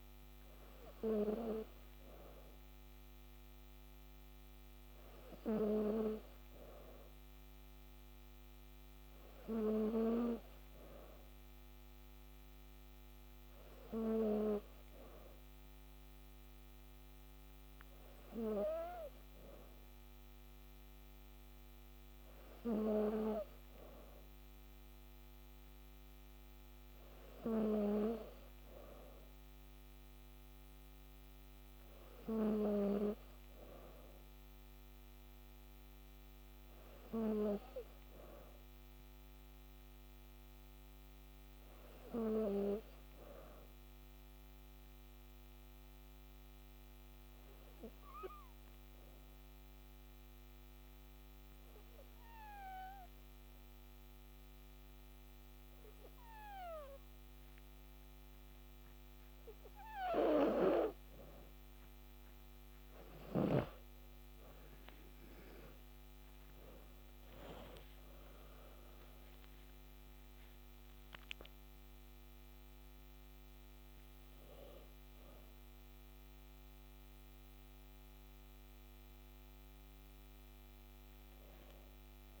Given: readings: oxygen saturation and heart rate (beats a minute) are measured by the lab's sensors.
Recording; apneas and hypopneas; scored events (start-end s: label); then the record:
breathing in sleep by a microphone on the trachea; 1
20.00-82.40 s: new sleep stage, N2 (light sleep)
43.00-60.50 s: obstructive apnea (oxygen 91% before, 87% lowest, heart rate 59 before, 58 extreme, up 3 after)
64.50-69.00 s: arousal
68.00-82.40 s: oxygen desaturation (device-marked, oxygen 92% before, 87% lowest, heart rate 60 before, 57 extreme)
From the record:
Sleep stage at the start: N3 (deep sleep); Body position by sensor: on the back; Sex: female